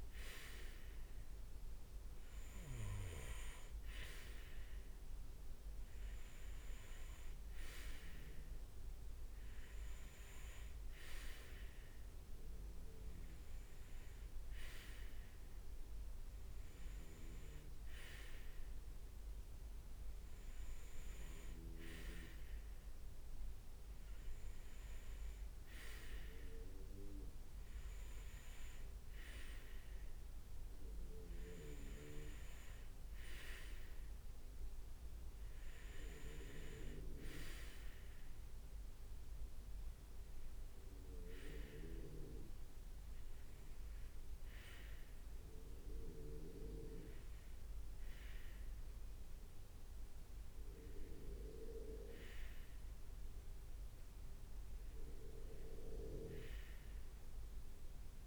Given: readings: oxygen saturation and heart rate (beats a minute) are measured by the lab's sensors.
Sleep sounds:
breathing in sleep by a room microphone; none
none scored
From the record:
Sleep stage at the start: REM sleep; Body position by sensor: on the right side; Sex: male

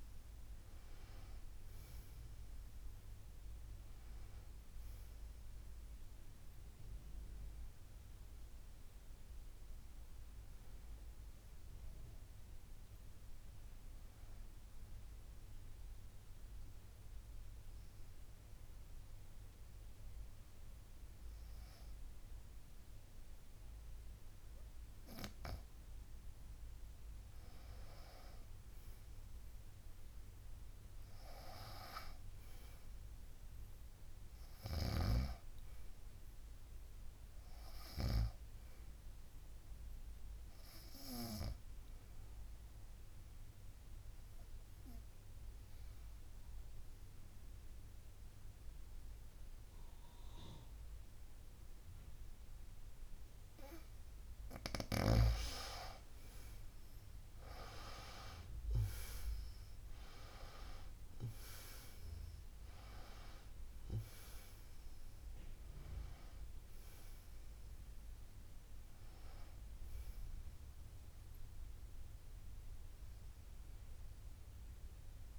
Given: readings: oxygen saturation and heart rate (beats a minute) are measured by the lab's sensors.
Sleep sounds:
breathing in sleep by a room microphone; 2
0.00-19.50 s: oxygen desaturation (device-marked, oxygen 90% lowest, heart rate 52 extreme)
16.50-27.50 s: hypopnea (oxygen 96% before, 91% lowest, heart rate 61 before, 52 extreme, up 4 after)
30.50-33.50 s: arousal
43.50-56.00 s: obstructive apnea (oxygen 98% before, 91% lowest, heart rate 57 before, 51 extreme, up 15 after)
58.00-61.00 s: arousal
60.50-75.39 s: oxygen desaturation (device-marked, oxygen 96% before, 91% lowest, heart rate 56 before, 51 extreme)
From the record:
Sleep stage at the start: N2 (light sleep); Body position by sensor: on the back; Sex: female

